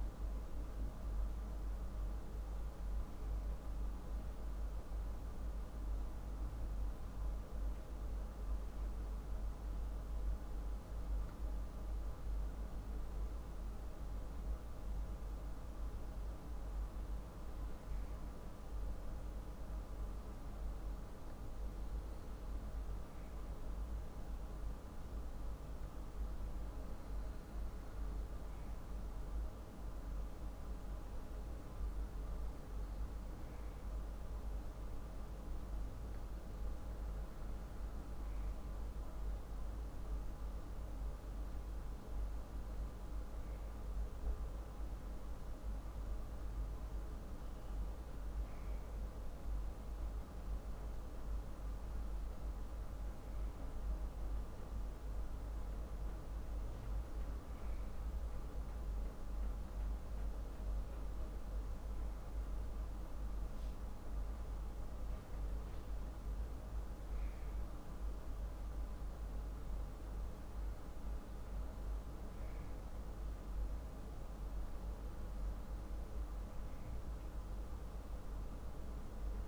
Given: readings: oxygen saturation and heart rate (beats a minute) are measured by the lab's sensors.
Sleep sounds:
breathing in sleep, hard to hear, by a room microphone; none
39.50-79.48 s: new sleep stage, N2 (light sleep)
From the record:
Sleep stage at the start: N1 (lightest sleep); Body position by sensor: on the back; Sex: male

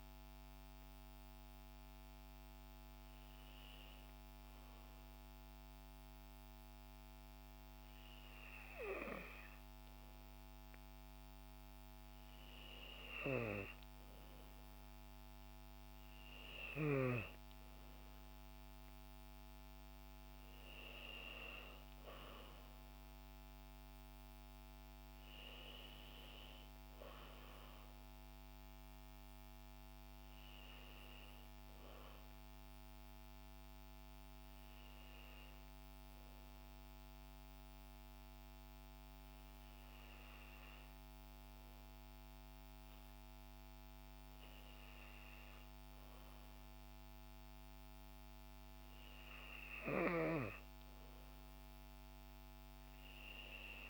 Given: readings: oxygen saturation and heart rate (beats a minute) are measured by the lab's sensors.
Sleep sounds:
breathing in sleep by a microphone on the trachea; none
12.00-36.00 s: oxygen desaturation (device-marked, oxygen 95% before, 92% lowest, heart rate 69 before, 54 extreme)
From the record:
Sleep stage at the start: N2 (light sleep); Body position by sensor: on the back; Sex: female

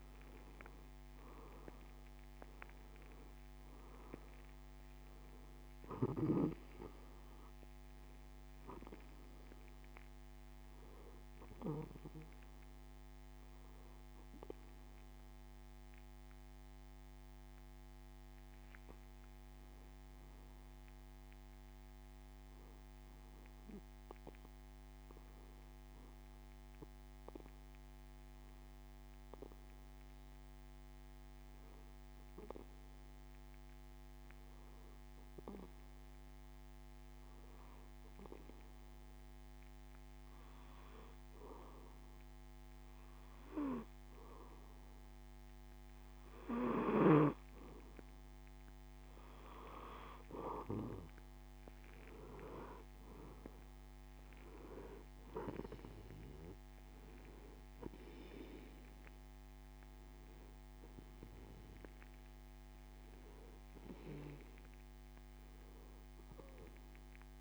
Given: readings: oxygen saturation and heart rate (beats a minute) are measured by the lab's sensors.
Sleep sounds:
breathing in sleep by a microphone on the trachea; 1
1.00-24.00 s: oxygen desaturation (device-marked, oxygen 97% before, 92% lowest)
24.00-47.50 s: hypopnea (oxygen 97% before, 91% lowest)
48.00-65.00 s: oxygen desaturation (device-marked, oxygen 96% before, 91% lowest)
57.50-61.50 s: arousal
From the record:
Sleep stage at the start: N2 (light sleep); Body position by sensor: on the back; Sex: male

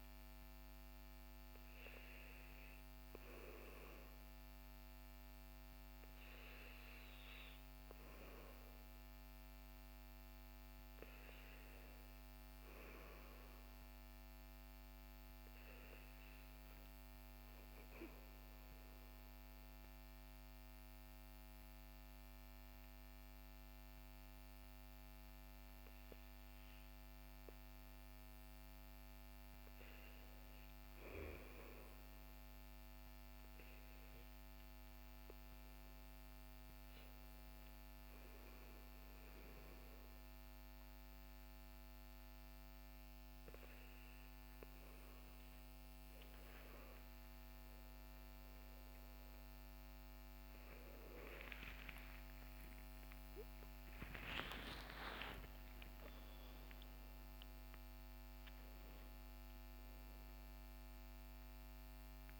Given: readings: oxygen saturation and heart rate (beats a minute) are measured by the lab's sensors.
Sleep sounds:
breathing in sleep by a microphone on the trachea; 1
17.50-28.00 s: obstructive apnea (oxygen 97% before, 95% lowest, heart rate 58 before, 58 extreme, up 1 after)
46.50-53.00 s: arousal
From the record:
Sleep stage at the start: REM sleep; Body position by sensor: on the back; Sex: male

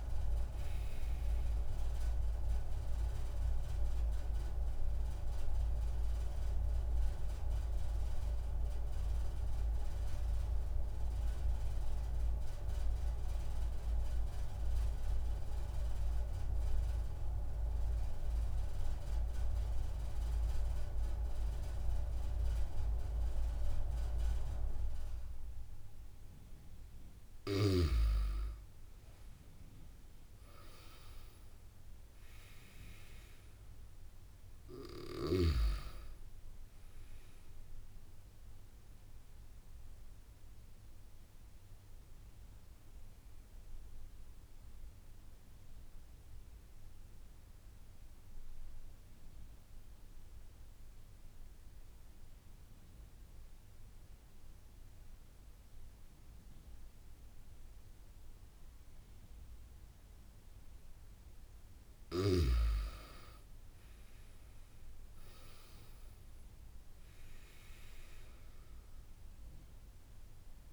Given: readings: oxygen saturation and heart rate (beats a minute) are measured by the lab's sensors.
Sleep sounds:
breathing in sleep by a room microphone; 2
4.00-25.50 s: obstructive apnea (oxygen 98% before, 94% lowest)
27.50-32.50 s: arousal
40.50-60.00 s: obstructive apnea (oxygen 97% before, 92% lowest)
61.50-65.00 s: arousal
From the record:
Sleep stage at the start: N2 (light sleep); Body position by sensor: on the back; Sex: male

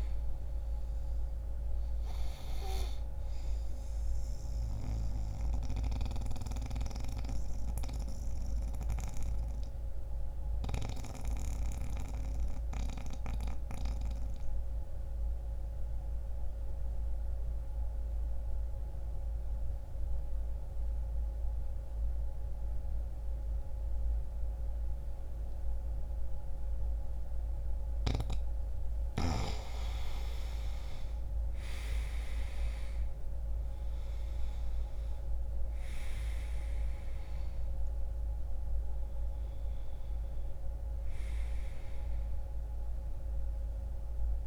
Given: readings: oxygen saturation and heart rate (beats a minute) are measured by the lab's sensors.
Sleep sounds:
breathing in sleep by a room microphone; 1
1.50-22.50 s: oxygen desaturation (device-marked, oxygen 97% before, 89% lowest, heart rate 62 before, 59 extreme)
3.50-27.00 s: mixed apnea (oxygen 97% before, 87% lowest, heart rate 63 before, 59 extreme, up 1 after)
29.00-34.00 s: arousal
29.50-44.47 s: oxygen desaturation (device-marked, oxygen 97% before, 87% lowest, heart rate 61 before, 59 extreme)
From the record:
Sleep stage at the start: N2 (light sleep); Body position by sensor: on the back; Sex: male

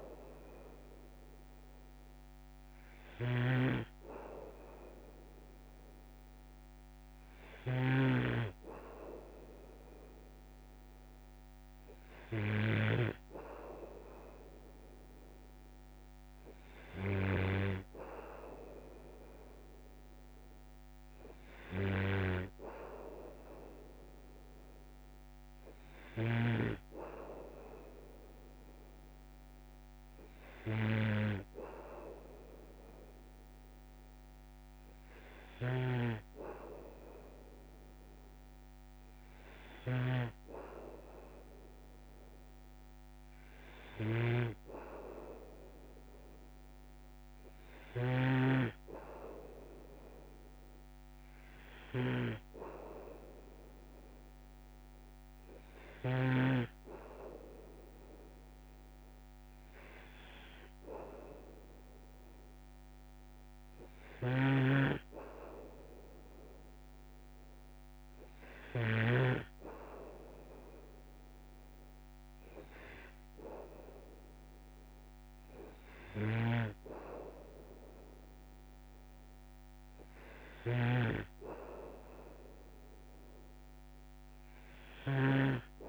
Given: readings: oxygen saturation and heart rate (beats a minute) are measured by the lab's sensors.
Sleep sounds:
breathing in sleep by a microphone on the trachea; none
0.00-13.00 s: snoring (device-marked)
35.50-56.50 s: snoring (device-marked)
64.00-69.00 s: snoring (device-marked)
76.00-85.89 s: snoring (device-marked)
From the record:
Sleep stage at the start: N2 (light sleep); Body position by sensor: on the back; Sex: male

